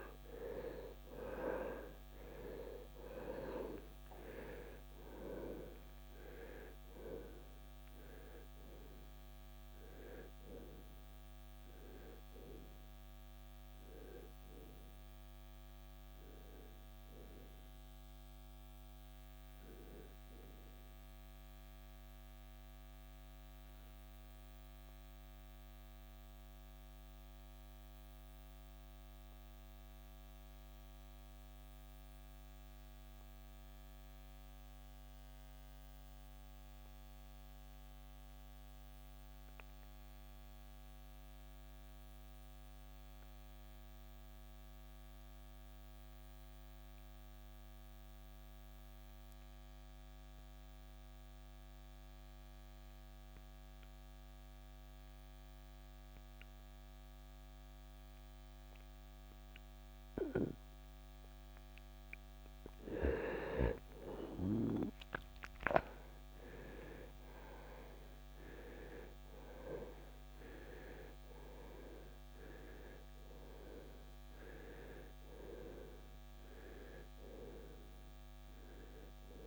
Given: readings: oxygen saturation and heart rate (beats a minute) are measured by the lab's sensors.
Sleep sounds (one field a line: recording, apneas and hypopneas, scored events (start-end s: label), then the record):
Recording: breathing in sleep by a microphone on the trachea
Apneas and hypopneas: 1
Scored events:
0.00-32.00 s: oxygen desaturation (device-marked, oxygen 80% lowest, heart rate 58 extreme)
21.50-62.00 s: obstructive apnea (oxygen 94% before, 79% lowest, heart rate 80 before, 58 extreme, up 20 after)
52.00-79.47 s: oxygen desaturation (device-marked, oxygen 98% before, 79% lowest, heart rate 68 before, 53 extreme)
63.50-67.50 s: arousal
From the record:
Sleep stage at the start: N2 (light sleep)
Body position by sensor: on the right side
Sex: male